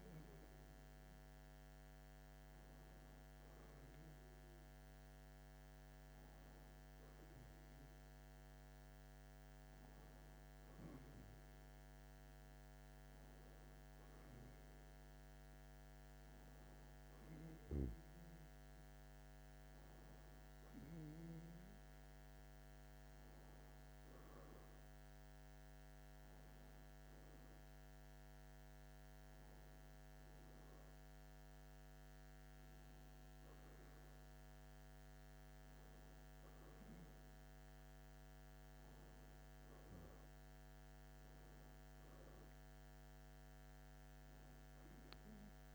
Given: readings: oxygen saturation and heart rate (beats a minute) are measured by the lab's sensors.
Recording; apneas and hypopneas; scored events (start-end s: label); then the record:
a person awake in a sleep study, hard to hear, by a microphone on the trachea; none
none scored
From the record:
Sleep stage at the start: awake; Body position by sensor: on the back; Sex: male